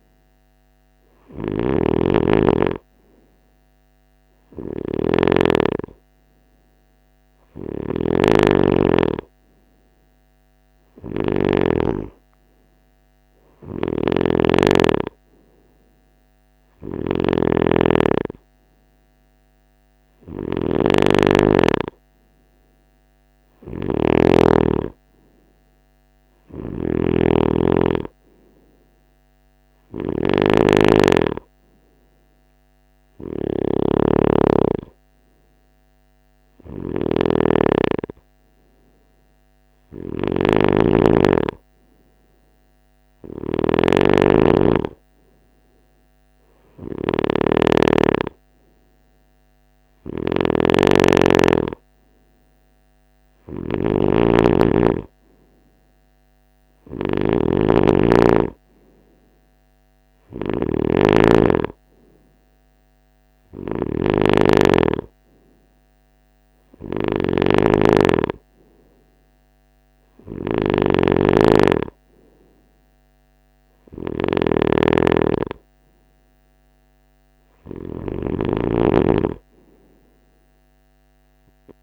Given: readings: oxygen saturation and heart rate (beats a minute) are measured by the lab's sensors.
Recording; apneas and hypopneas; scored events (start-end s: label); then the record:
breathing in sleep by a microphone on the trachea; none
0.00-10.50 s: snoring (device-marked)
12.50-23.50 s: snoring (device-marked)
25.50-81.83 s: snoring (device-marked)
From the record:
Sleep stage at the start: N3 (deep sleep); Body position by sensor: on the right side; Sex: male